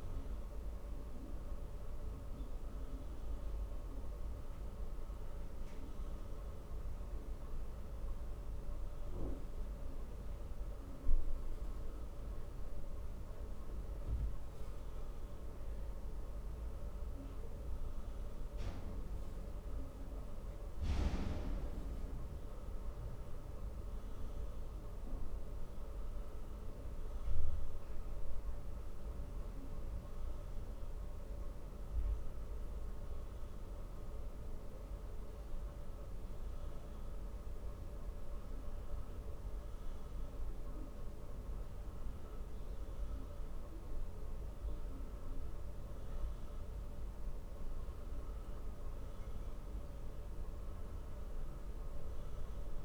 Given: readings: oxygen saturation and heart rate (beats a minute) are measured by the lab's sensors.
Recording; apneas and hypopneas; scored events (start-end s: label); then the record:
breathing in sleep, hard to hear, by a room microphone; none
none scored
From the record:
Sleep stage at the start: N1 (lightest sleep); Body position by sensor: on the back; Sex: male